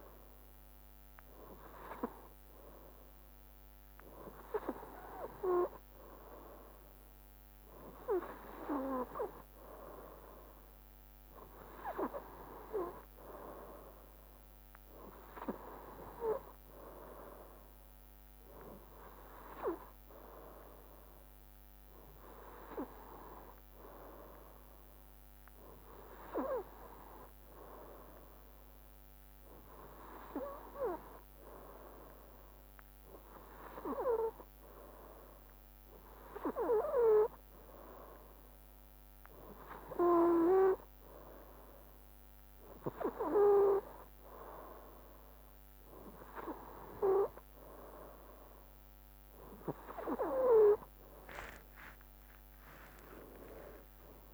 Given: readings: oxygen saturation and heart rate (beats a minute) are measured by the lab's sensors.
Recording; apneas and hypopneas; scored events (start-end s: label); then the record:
breathing in sleep by a microphone on the trachea; none
51.00-54.34 s: arousal
From the record:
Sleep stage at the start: N2 (light sleep); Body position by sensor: on the right side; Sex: male